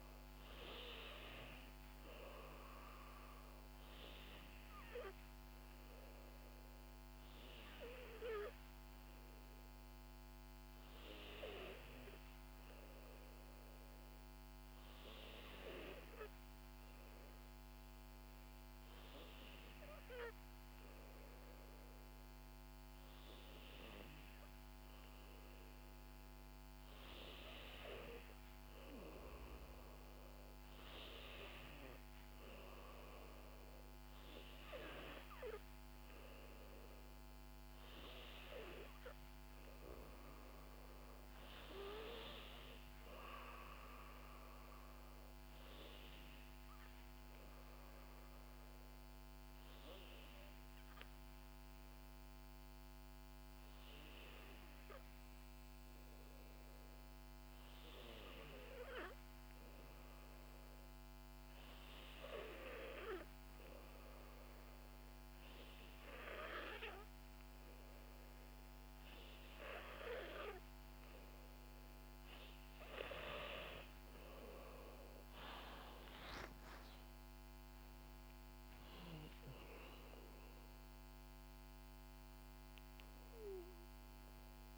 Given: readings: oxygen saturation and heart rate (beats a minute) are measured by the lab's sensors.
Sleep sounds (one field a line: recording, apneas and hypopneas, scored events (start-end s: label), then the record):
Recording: breathing in sleep by a microphone on the trachea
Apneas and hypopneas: 1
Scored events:
38.50-41.50 s: arousal
48.50-58.50 s: hypopnea (oxygen 92% before, 89% lowest, heart rate 65 before, 59 extreme, up 4 after)
60.50-64.00 s: arousal
From the record:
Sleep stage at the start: N2 (light sleep)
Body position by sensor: on the back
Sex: female